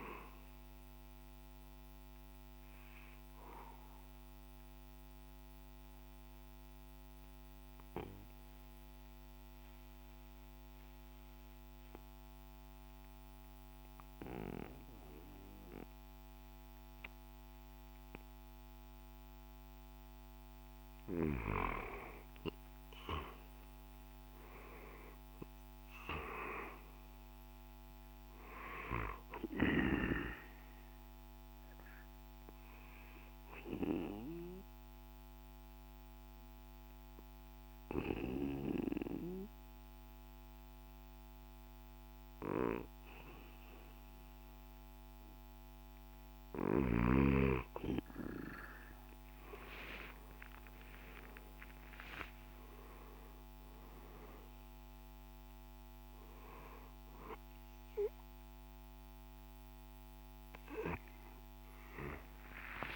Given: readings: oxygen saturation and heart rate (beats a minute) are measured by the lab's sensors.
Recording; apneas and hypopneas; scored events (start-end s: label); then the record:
breathing in sleep by a microphone on the trachea; 2
0.00-6.50 s: drop in pulse transit time (device-marked, heart rate 54 extreme)
0.00-17.50 s: oxygen desaturation (device-marked, oxygen 88% lowest, heart rate 53 extreme)
1.50-20.00 s: obstructive apnea (oxygen 98% before, 88% lowest, heart rate 60 before, 53 extreme, up 9 after)
22.00-26.00 s: arousal
26.50-36.50 s: drop in pulse transit time (device-marked, heart rate 56 before, 55 extreme)
29.50-48.50 s: oxygen desaturation (device-marked, oxygen 98% before, 89% lowest, heart rate 58 before, 53 extreme)
30.50-45.50 s: obstructive apnea (oxygen 98% before, 89% lowest, heart rate 58 before, 55 extreme, up 9 after)
49.00-53.00 s: arousal
51.50-62.95 s: drop in pulse transit time (device-marked, heart rate 56 before, 61 extreme)
59.50-62.95 s: oxygen desaturation (device-marked, oxygen 97% before, 91% lowest, heart rate 60 before, 53 extreme)
From the record:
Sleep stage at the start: N2 (light sleep); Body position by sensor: on the right side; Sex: male